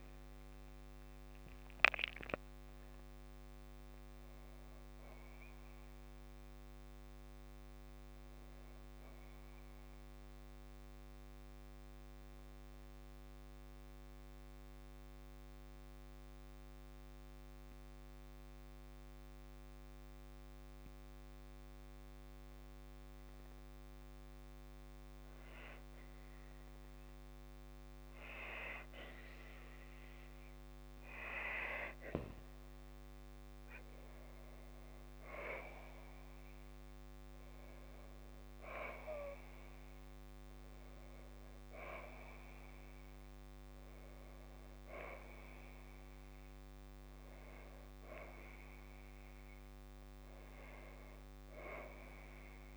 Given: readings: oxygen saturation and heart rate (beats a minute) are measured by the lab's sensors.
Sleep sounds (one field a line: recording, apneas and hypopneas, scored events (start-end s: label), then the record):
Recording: breathing in sleep by a microphone on the trachea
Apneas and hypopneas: 1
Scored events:
6.50-10.50 s: arousal
15.50-28.50 s: obstructive apnea (oxygen 97% before, 93% lowest, heart rate 65 before, 57 extreme, up 2 after)
31.50-35.00 s: arousal
From the record:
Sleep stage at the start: N2 (light sleep)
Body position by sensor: on the back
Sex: female